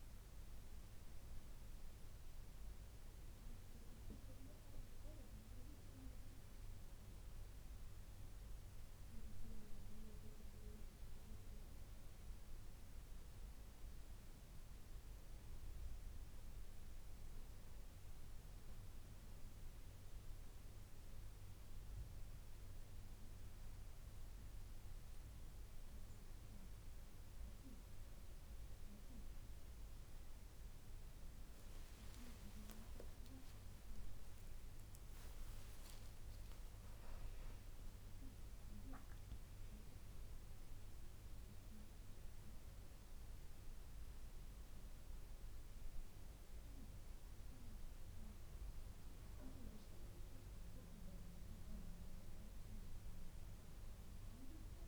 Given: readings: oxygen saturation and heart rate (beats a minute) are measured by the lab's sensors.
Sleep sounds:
breathing in sleep, hard to hear, by a room microphone; 2
2.50-12.50 s: obstructive apnea (oxygen 96% before, 95% lowest, heart rate 70 before, 68 extreme, up 0 after)
15.00-19.00 s: arousal
22.00-32.00 s: obstructive apnea (oxygen 96% before, 96% lowest, heart rate 70 before, 68 extreme, up 2 after)
33.50-38.50 s: arousal
From the record:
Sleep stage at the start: N2 (light sleep); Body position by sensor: on the back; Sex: female

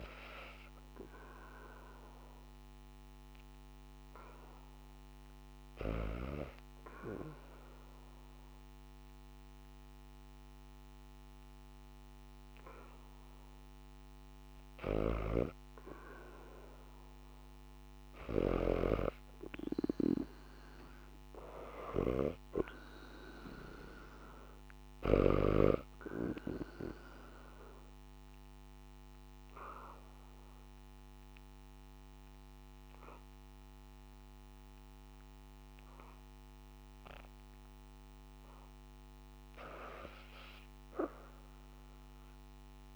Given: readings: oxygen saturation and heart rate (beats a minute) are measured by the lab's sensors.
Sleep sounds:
breathing in sleep by a microphone on the trachea; 2
0.00-7.50 s: oxygen desaturation (device-marked, oxygen 81% lowest, heart rate 74 extreme)
0.50-14.00 s: hypopnea (oxygen 99% before, 81% lowest, heart rate 81 before, 74 extreme, up 0 after)
17.50-21.50 s: arousal
23.50-39.50 s: oxygen desaturation (device-marked, oxygen 95% before, 85% lowest, heart rate 75 before, 74 extreme)
25.50-38.50 s: obstructive apnea (oxygen 96% before, 85% lowest, heart rate 75 before, 74 extreme, up 0 after)
39.50-42.96 s: new sleep stage, REM sleep
From the record:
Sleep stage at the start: N2 (light sleep); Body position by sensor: on the back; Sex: female

